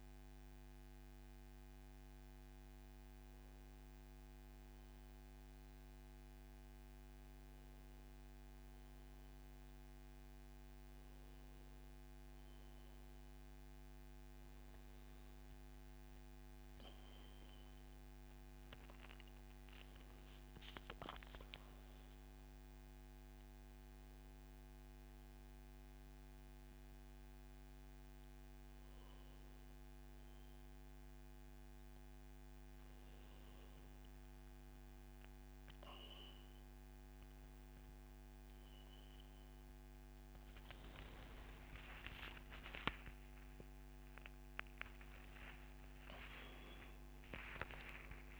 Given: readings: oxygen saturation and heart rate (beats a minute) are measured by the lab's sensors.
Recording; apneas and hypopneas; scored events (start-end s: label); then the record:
a person awake in a sleep study, by a microphone on the trachea; none
none scored
From the record:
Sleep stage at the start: awake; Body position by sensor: on the back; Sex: male